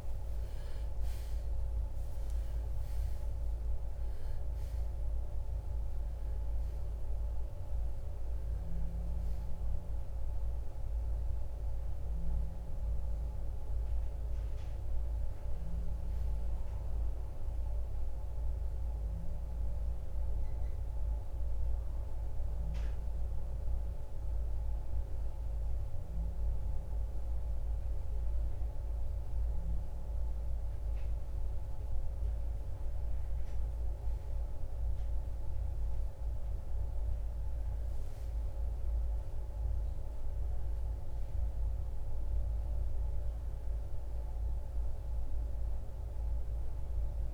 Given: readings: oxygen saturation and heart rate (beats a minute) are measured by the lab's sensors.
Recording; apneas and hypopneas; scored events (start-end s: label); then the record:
breathing in sleep, hard to hear, by a room microphone; 1
15.00-20.00 s: oxygen desaturation (device-marked, oxygen 94% before, 91% lowest, heart rate 78 before, 65 extreme)
17.00-33.50 s: hypopnea (oxygen 96% before, 86% lowest, heart rate 79 before, 54 extreme, up 4 after)
17.00-47.34 s: new sleep stage, N2 (light sleep)
25.00-38.00 s: oxygen desaturation (device-marked, oxygen 93% before, 86% lowest, heart rate 77 before, 54 extreme)
35.00-39.50 s: arousal
From the record:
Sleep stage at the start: N1 (lightest sleep); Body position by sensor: on the right side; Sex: male